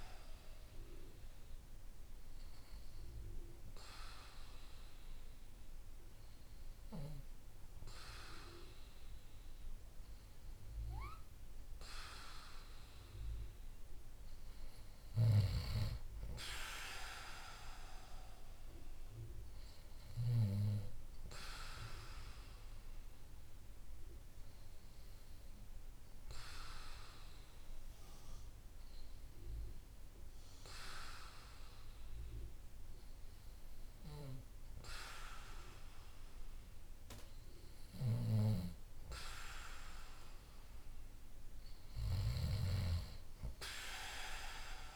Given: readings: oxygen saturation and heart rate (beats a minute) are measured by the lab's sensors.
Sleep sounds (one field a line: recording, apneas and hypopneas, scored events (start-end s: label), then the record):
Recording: breathing in sleep by a room microphone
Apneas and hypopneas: none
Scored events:
42.50-44.96 s: arousal
From the record:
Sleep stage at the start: N2 (light sleep)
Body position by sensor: on the back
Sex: male